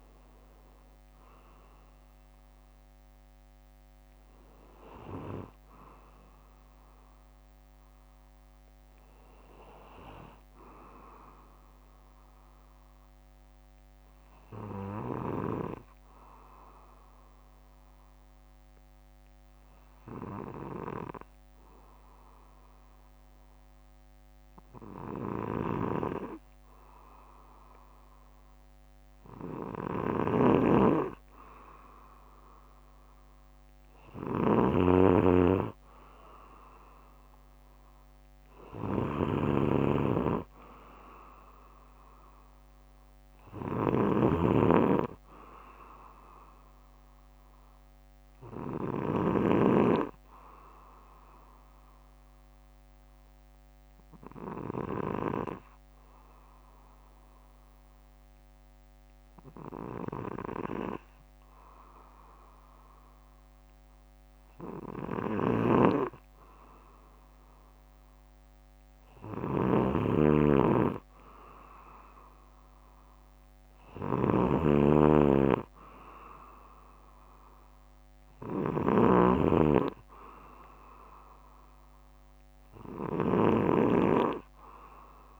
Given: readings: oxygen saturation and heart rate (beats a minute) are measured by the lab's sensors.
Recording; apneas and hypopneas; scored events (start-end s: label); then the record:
breathing in sleep by a microphone on the trachea; 2
6.50-9.50 s: arousal
13.00-26.00 s: obstructive apnea (oxygen 94% before, 92% lowest, heart rate 67 before, 62 extreme, up 8 after)
30.00-33.50 s: arousal
30.00-49.50 s: snoring (device-marked)
51.00-64.00 s: obstructive apnea (oxygen 95% before, 92% lowest, heart rate 68 before, 62 extreme, up 9 after)
66.00-69.50 s: arousal
69.50-85.40 s: snoring (device-marked)
From the record:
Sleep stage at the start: N2 (light sleep); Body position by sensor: on the back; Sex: male